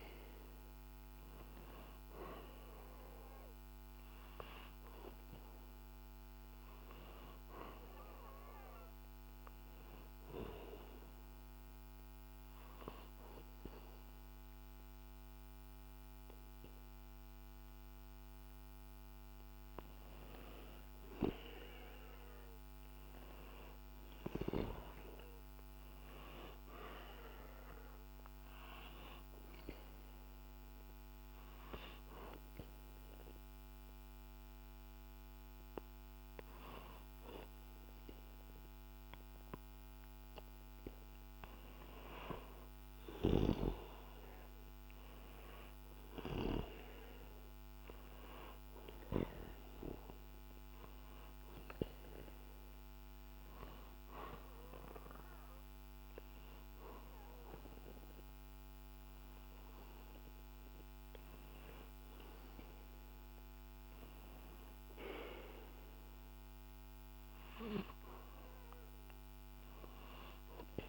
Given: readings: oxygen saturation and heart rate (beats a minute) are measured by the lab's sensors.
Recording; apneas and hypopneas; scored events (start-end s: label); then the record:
breathing in sleep by a microphone on the trachea; 3
5.00-17.50 s: hypopnea (oxygen 95% before, 91% lowest, heart rate 64 before, 62 extreme, up 2 after)
19.00-24.00 s: arousal
29.00-40.00 s: obstructive apnea (oxygen 95% before, 91% lowest, heart rate 64 before, 61 extreme, up 1 after)
33.00-47.00 s: oxygen desaturation (device-marked, oxygen 95% before, 91% lowest, heart rate 64 before, 61 extreme)
43.00-47.50 s: arousal
50.50-62.50 s: hypopnea (oxygen 96% before, 92% lowest, heart rate 64 before, 61 extreme, up 2 after)
65.00-69.50 s: arousal
From the record:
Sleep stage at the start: REM sleep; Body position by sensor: on the back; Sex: male